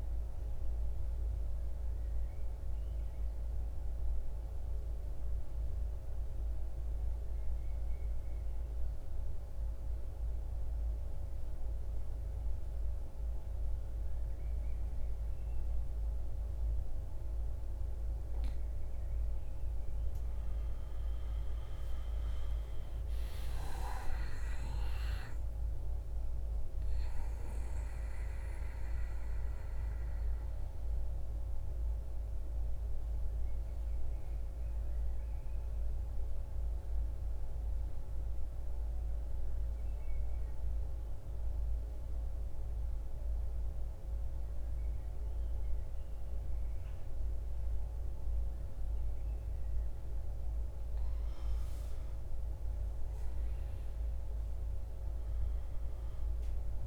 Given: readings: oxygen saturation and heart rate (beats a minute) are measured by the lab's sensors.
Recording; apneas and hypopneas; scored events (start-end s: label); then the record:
breathing in sleep, hard to hear, by a room microphone; 2
0.00-7.50 s: oxygen desaturation (device-marked, oxygen 85% lowest, heart rate 49 extreme)
2.00-17.50 s: central apnea (oxygen 96% before, 87% lowest, heart rate 64 before, 49 extreme, up 13 after)
19.50-25.00 s: arousal
26.50-49.50 s: oxygen desaturation (device-marked, oxygen 98% before, 92% lowest, heart rate 53 before, 52 extreme)
34.00-48.50 s: central apnea (oxygen 98% before, 87% lowest, heart rate 58 before, 52 extreme, up 7 after)
50.00-54.50 s: arousal
From the record:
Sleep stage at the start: N2 (light sleep); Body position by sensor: on the back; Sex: male